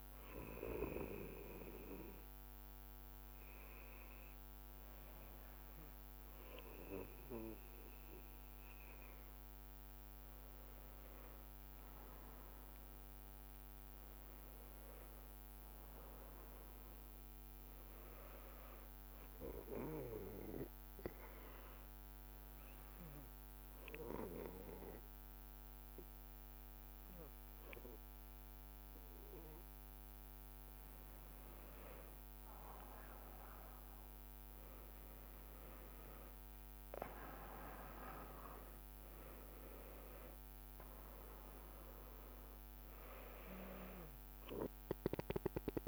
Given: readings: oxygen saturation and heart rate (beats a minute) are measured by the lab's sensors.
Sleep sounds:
breathing in sleep by a microphone on the trachea; 2
0.00-11.00 s: oxygen desaturation (device-marked, oxygen 94% lowest)
1.00-12.00 s: hypopnea (oxygen 98% before, 94% lowest)
15.50-18.50 s: arousal
22.50-32.50 s: obstructive apnea (oxygen 98% before, 95% lowest)
36.00-40.50 s: arousal
From the record:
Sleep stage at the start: N2 (light sleep); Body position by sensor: on the back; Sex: male

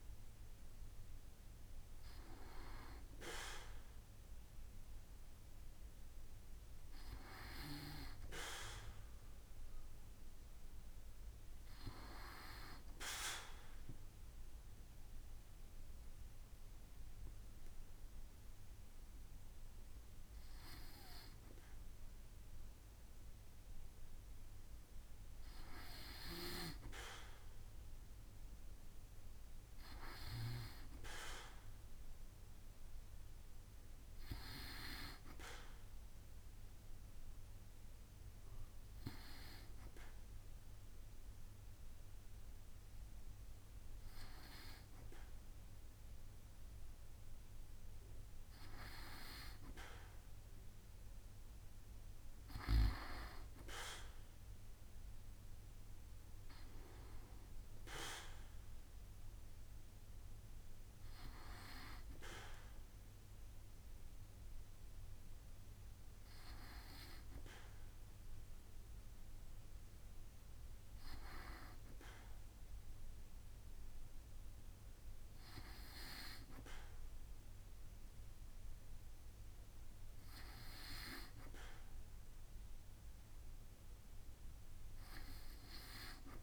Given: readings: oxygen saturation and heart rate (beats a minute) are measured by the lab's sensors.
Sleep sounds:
breathing in sleep by a room microphone; 1
13.50-24.50 s: hypopnea (oxygen 96% before, 94% lowest, heart rate 68 before, 67 extreme, up 2 after)
27.00-31.00 s: arousal
From the record:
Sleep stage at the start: N2 (light sleep); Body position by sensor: on the back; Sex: male

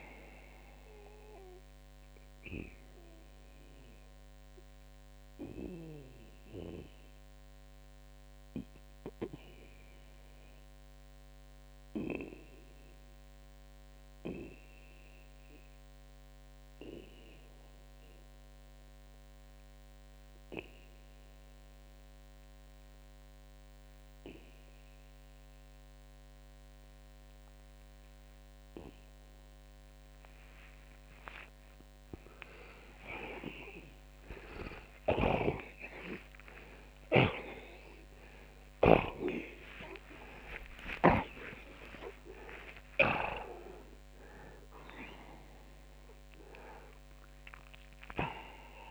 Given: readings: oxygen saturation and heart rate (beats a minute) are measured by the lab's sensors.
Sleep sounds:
breathing in sleep by a microphone on the trachea; 1
0.00-24.50 s: oxygen desaturation (device-marked, oxygen 80% lowest, heart rate 54 extreme)
1.00-29.00 s: obstructive apnea (oxygen 93% before, 78% lowest, heart rate 82 before, 54 extreme, up 24 after)
33.00-40.00 s: arousal
34.50-38.50 s: snoring (device-marked)
44.50-48.91 s: oxygen desaturation (device-marked, oxygen 92% before, 78% lowest, heart rate 83 before, 63 extreme)
From the record:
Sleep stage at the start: N2 (light sleep); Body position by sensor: on the back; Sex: male

